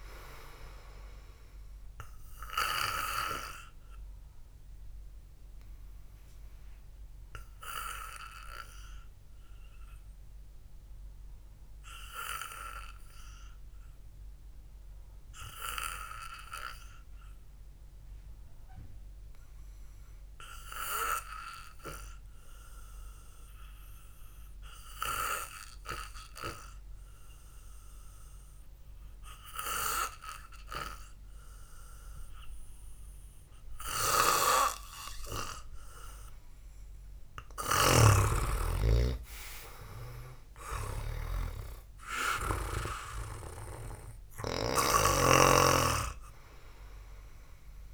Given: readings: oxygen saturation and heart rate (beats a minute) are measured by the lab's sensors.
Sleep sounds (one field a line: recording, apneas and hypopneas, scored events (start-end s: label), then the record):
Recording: breathing in sleep by a room microphone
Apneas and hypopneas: 1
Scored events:
0.00-8.50 s: oxygen desaturation (device-marked, oxygen 93% lowest, heart rate 55 extreme)
3.50-20.00 s: obstructive apnea (oxygen 98% before, 91% lowest, heart rate 57 before, 51 extreme, up 3 after)
21.50-25.00 s: arousal
42.50-46.50 s: arousal
From the record:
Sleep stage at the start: N2 (light sleep)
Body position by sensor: on the back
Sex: male